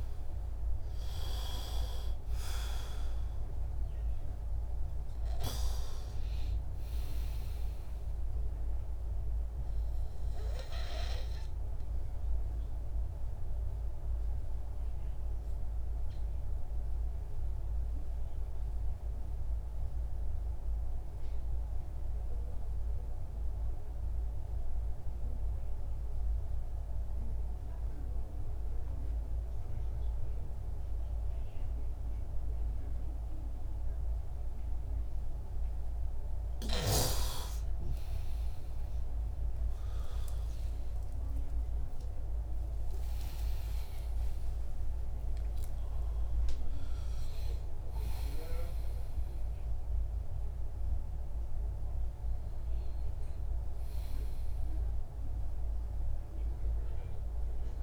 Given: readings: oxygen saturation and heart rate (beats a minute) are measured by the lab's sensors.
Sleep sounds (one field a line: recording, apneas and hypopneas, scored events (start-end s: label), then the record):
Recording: breathing in sleep by a room microphone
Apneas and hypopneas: 1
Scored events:
0.00-27.00 s: oxygen desaturation (device-marked, oxygen 87% lowest, heart rate 55 extreme)
15.00-36.00 s: obstructive apnea (oxygen 98% before, 87% lowest, heart rate 66 before, 63 extreme, up 36 after)
37.00-48.00 s: oxygen desaturation (device-marked, oxygen 100% before, 94% lowest, heart rate 65 before, 65 extreme)
39.00-43.50 s: arousal
From the record:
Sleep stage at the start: N2 (light sleep)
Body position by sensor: on the back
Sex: male